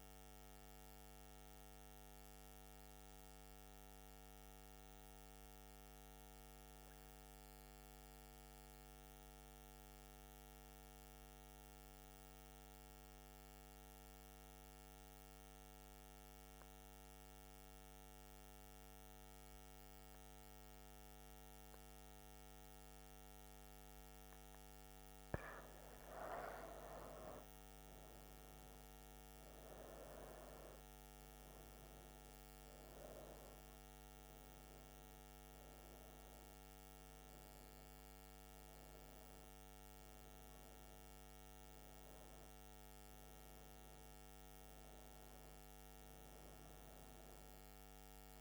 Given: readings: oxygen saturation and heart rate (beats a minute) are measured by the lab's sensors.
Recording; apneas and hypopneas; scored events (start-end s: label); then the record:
breathing in sleep, hard to hear, by a microphone on the trachea; 1
0.00-2.50 s: oxygen desaturation (device-marked, oxygen 91% lowest, heart rate 62 extreme)
8.00-25.00 s: mixed apnea (oxygen 100% before, 93% lowest, heart rate 69 before, 63 extreme, up 8 after)
26.00-29.50 s: arousal
26.50-48.41 s: oxygen desaturation (device-marked, oxygen 98% before, 93% lowest, heart rate 65 before, 64 extreme)
From the record:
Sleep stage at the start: N2 (light sleep); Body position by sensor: on the front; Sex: female